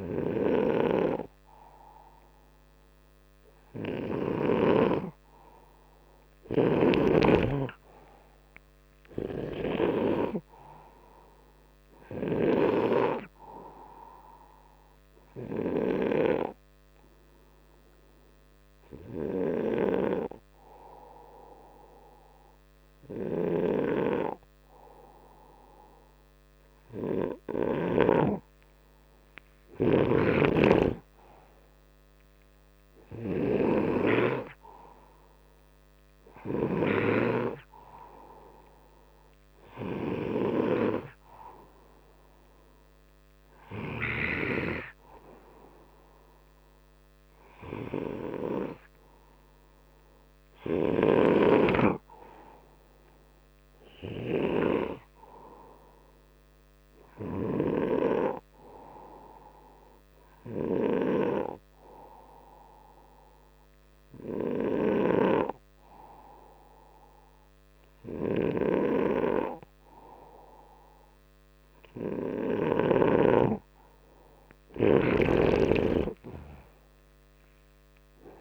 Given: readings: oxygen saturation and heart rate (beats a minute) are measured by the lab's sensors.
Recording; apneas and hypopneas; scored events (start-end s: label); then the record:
breathing in sleep by a microphone on the trachea; 1
5.50-9.00 s: arousal
6.50-12.50 s: snoring (device-marked)
9.50-21.50 s: oxygen desaturation (device-marked, oxygen 97% before, 93% lowest, heart rate 67 before, 61 extreme)
15.50-26.50 s: hypopnea (oxygen 97% before, 93% lowest, heart rate 72 before, 61 extreme, up 19 after)
23.00-28.00 s: snoring (device-marked)
29.50-33.00 s: arousal
30.00-36.50 s: snoring (device-marked)
51.00-57.50 s: snoring (device-marked)
74.50-78.00 s: arousal
75.00-78.41 s: snoring (device-marked)
From the record:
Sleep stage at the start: N2 (light sleep); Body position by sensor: upright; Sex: male